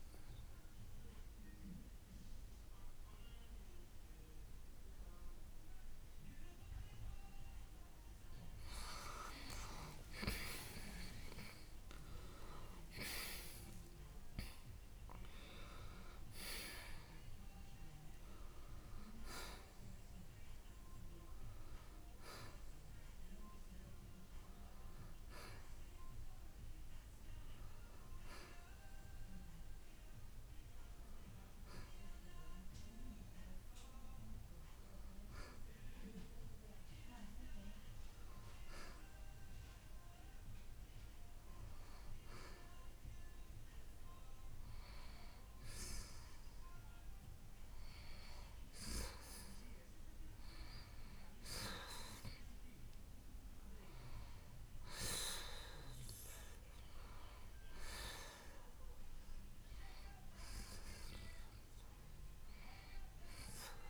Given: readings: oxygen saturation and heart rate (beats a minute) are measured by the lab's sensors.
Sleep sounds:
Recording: breathing in sleep by a room microphone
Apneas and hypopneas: none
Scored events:
10.50-14.50 s: arousal
29.00-46.00 s: oxygen desaturation (device-marked, oxygen 91% before, 84% lowest, heart rate 61 before, 55 extreme)
From the record:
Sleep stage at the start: N2 (light sleep)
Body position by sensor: on the right side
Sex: male

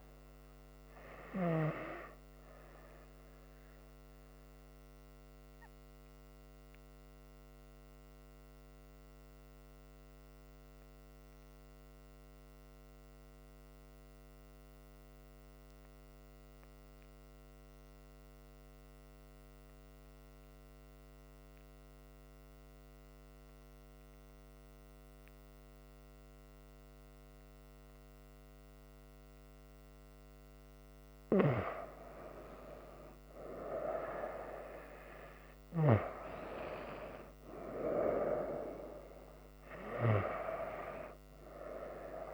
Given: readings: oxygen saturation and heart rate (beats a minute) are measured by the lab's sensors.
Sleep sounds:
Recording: breathing in sleep by a microphone on the trachea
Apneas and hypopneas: 1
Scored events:
4.50-31.50 s: obstructive apnea (oxygen 99% before, 94% lowest, heart rate 70 before, 64 extreme, up 7 after)
14.00-22.00 s: oxygen desaturation (device-marked, oxygen 98% before, 94% lowest, heart rate 68 before, 65 extreme)
33.50-38.00 s: arousal
From the record:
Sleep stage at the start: N2 (light sleep)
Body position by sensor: on the front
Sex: female

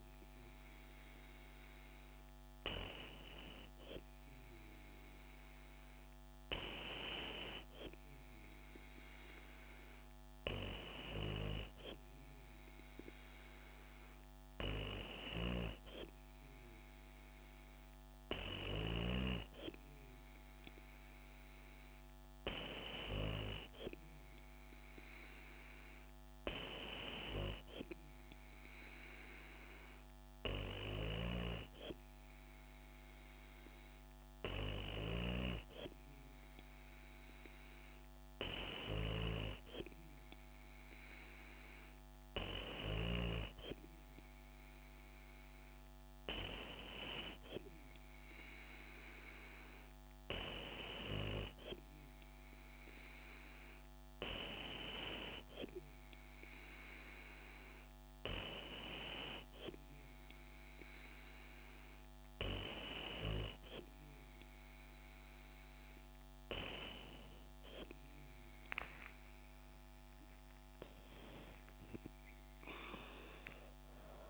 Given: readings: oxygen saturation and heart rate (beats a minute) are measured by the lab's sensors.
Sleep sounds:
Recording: breathing in sleep by a microphone on the trachea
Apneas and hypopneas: none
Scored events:
70.00-73.50 s: arousal
From the record:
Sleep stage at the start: N2 (light sleep)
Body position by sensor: on the back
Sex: female

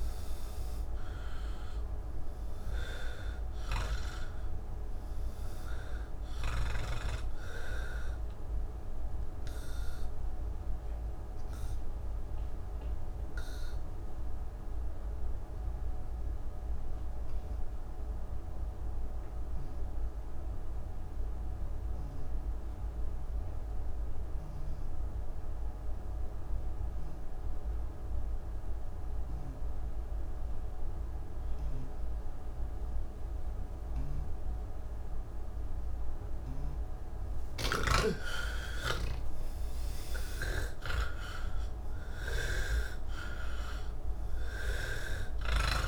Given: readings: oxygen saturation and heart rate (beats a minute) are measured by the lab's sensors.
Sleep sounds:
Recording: breathing in sleep by a room microphone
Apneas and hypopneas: 1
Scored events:
0.00-20.00 s: oxygen desaturation (device-marked, oxygen 83% lowest)
8.50-36.00 s: obstructive apnea (oxygen 98% before, 82% lowest, heart rate 64 before, 38 extreme, up 30 after)
32.00-45.88 s: oxygen desaturation (device-marked, oxygen 99% before, 83% lowest, heart rate 110 before, 33 extreme)
37.50-43.00 s: snoring (device-marked)
From the record:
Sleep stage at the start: N3 (deep sleep)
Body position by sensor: on the back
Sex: male

